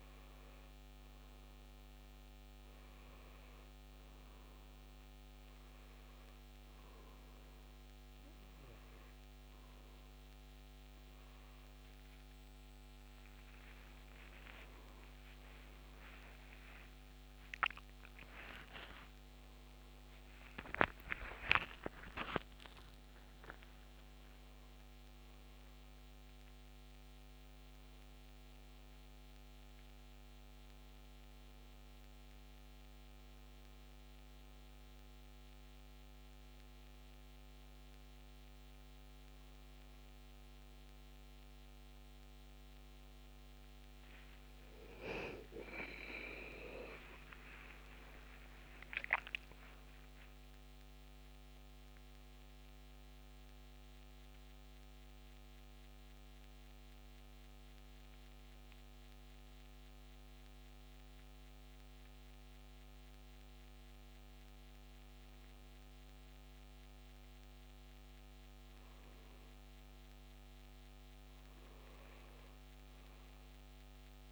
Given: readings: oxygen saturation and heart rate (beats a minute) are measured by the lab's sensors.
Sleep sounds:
a person partly awake in a sleep study, by a microphone on the trachea; 2
2.00-13.00 s: hypopnea (oxygen 92% before, 90% lowest, heart rate 76 before, 72 extreme, up 23 after)
16.50-46.50 s: new sleep stage, awake
46.50-74.32 s: new sleep stage, N1 (lightest sleep)
49.50-58.50 s: oxygen desaturation (device-marked, oxygen 94% before, 90% lowest, heart rate 75 before, 69 extreme)
56.00-68.50 s: hypopnea (oxygen 94% before, 89% lowest, heart rate 79 before, 69 extreme, up 4 after)
71.50-74.32 s: oxygen desaturation (device-marked, oxygen 97% before, 90% lowest, heart rate 73 before, 74 extreme)
From the record:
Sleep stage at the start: N2 (light sleep); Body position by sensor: on the back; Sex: male

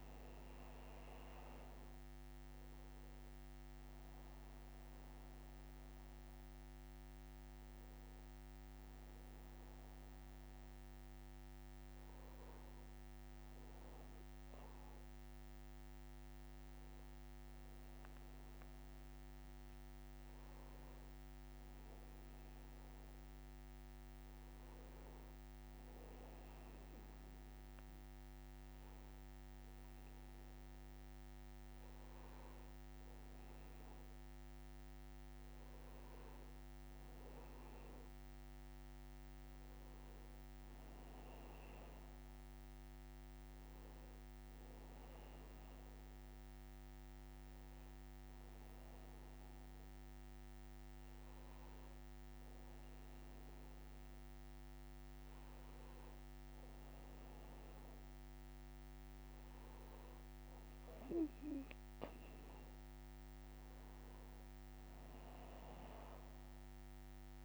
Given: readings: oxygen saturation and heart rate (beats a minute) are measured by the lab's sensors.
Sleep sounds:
breathing in sleep, hard to hear, by a microphone on the trachea; none
63.00-67.00 s: arousal
63.50-67.45 s: new sleep stage, N1 (lightest sleep)
From the record:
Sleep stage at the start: N2 (light sleep); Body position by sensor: on the back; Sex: male

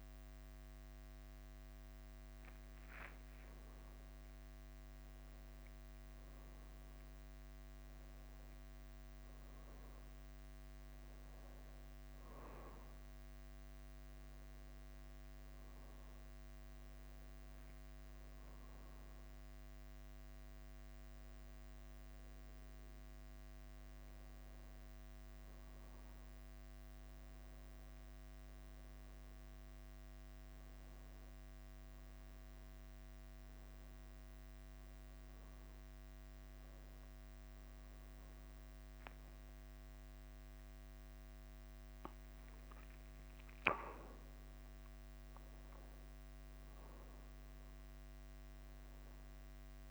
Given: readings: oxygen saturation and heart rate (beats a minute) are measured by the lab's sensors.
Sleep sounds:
breathing in sleep, hard to hear, by a microphone on the trachea; none
0.00-49.91 s: bradycardia (device-marked, heart rate 45 extreme)
11.50-13.50 s: long interval between heartbeats (device-marked, heart rate 53 before, 56 extreme)
From the record:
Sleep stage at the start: N1 (lightest sleep); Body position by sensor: on the back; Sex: male

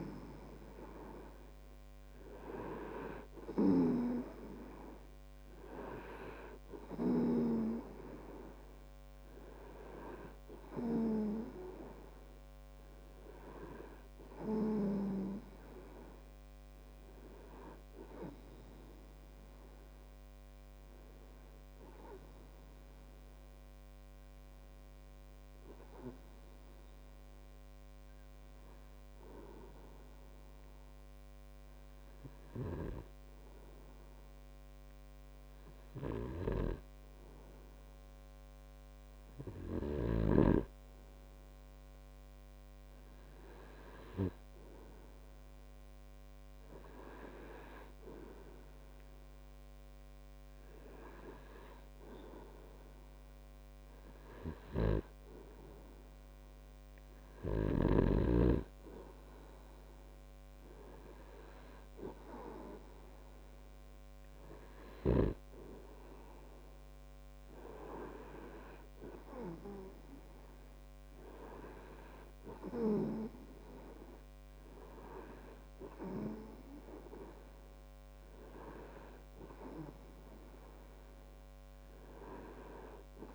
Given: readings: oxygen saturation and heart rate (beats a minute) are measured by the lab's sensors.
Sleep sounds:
breathing in sleep by a microphone on the trachea; 1
8.00-83.35 s: new sleep stage, REM sleep
28.50-42.50 s: hypopnea (oxygen 98% before, 96% lowest)
36.50-40.50 s: snoring (device-marked)
43.50-47.50 s: arousal
From the record:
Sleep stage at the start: N2 (light sleep); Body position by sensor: on the right side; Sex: male

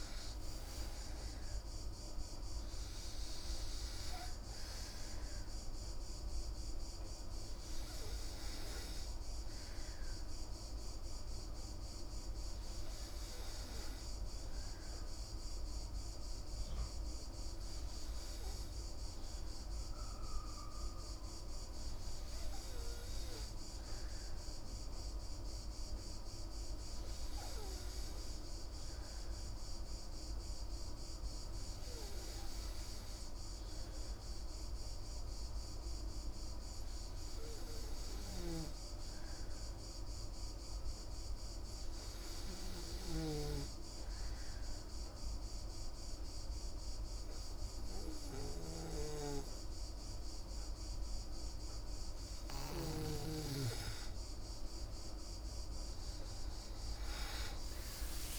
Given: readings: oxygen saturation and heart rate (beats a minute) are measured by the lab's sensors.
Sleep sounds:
breathing in sleep by a room microphone; 1
2.00-6.00 s: arousal
5.00-26.00 s: oxygen desaturation (device-marked, oxygen 96% before, 93% lowest, heart rate 69 before, 27 extreme)
12.00-48.00 s: hypopnea (oxygen 97% before, 93% lowest, heart rate 75 before, 27 extreme)
38.50-43.50 s: snoring (device-marked)
56.50-58.39 s: arousal
From the record:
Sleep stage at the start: N2 (light sleep); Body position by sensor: on the back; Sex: female

